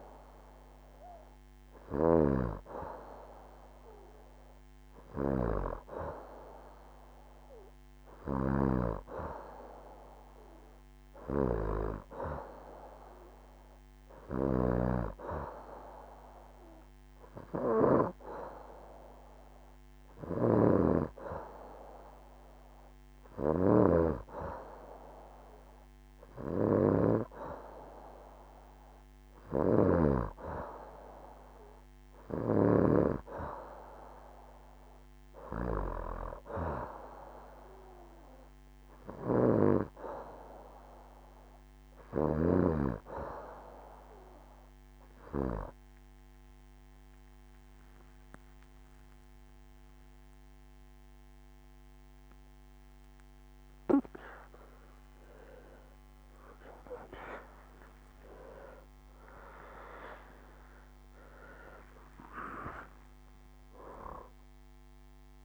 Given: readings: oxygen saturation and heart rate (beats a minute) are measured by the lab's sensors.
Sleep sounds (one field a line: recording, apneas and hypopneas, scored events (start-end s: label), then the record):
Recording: a person partly awake in a sleep study, by a microphone on the trachea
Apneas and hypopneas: none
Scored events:
0.00-10.00 s: oxygen desaturation (device-marked, oxygen 89% lowest, heart rate 65 extreme)
14.00-32.50 s: snoring (device-marked)
38.50-42.00 s: snoring (device-marked)
48.00-50.00 s: long interval between heartbeats (device-marked, heart rate 71 before, 83 extreme)
49.00-58.50 s: leg movement (device-marked)
49.00-65.45 s: new sleep stage, awake
52.00-63.00 s: tachycardia (device-marked, heart rate 70 before, 188 extreme)
55.00-57.00 s: long interval between heartbeats (device-marked, heart rate 76 before, 101 extreme)
60.00-62.00 s: long interval between heartbeats (device-marked, heart rate 92 before, 168 extreme)
From the record:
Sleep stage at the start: N2 (light sleep)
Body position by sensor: on the back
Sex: female